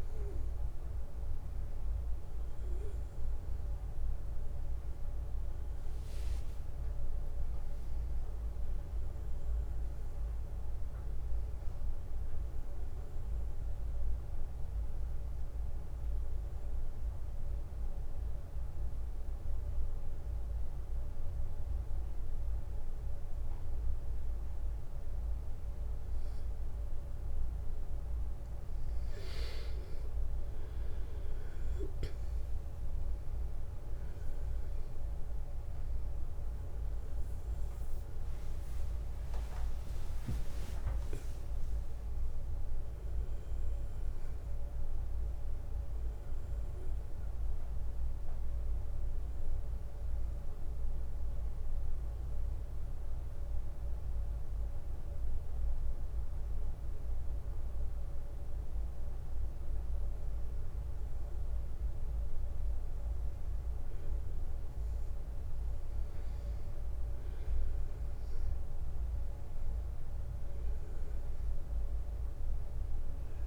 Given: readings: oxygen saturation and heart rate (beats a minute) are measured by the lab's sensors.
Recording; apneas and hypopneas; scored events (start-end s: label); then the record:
breathing in sleep, hard to hear, by a room microphone; 2
3.50-7.00 s: arousal
15.50-25.50 s: obstructive apnea (oxygen 96% before, 91% lowest, heart rate 71 before, 66 extreme, up 5 after)
28.50-31.50 s: arousal
35.00-52.00 s: oxygen desaturation (device-marked, oxygen 94% before, 91% lowest, heart rate 68 before, 65 extreme)
47.50-60.00 s: hypopnea (oxygen 95% before, 92% lowest, heart rate 74 before, 63 extreme, up 2 after)
62.50-65.50 s: arousal
67.00-73.47 s: oxygen desaturation (device-marked, oxygen 96% before, 92% lowest, heart rate 66 before, 28 extreme)
From the record:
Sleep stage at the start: N1 (lightest sleep); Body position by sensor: on the back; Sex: male